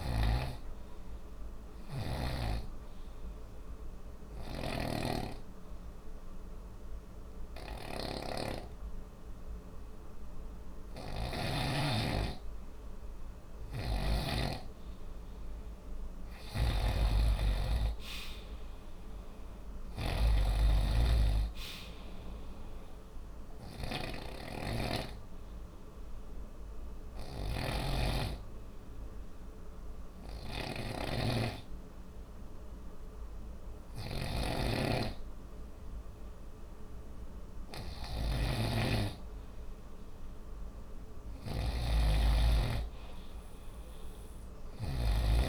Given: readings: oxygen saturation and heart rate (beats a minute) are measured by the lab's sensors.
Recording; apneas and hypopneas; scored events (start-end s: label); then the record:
breathing in sleep by a room microphone; 2
3.50-13.50 s: obstructive apnea (oxygen 97% before, 90% lowest, heart rate 60 before, 45 extreme, up 1 after)
4.50-11.50 s: snoring (device-marked)
13.50-38.50 s: oxygen desaturation (device-marked, oxygen 95% before, 90% lowest, heart rate 60 before, 45 extreme)
13.50-45.49 s: snoring (device-marked)
16.00-20.00 s: arousal
25.00-38.50 s: hypopnea (oxygen 97% before, 89% lowest, heart rate 59 before, 45 extreme, up 16 after)
41.00-44.00 s: arousal
From the record:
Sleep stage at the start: N2 (light sleep); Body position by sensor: on the right side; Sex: male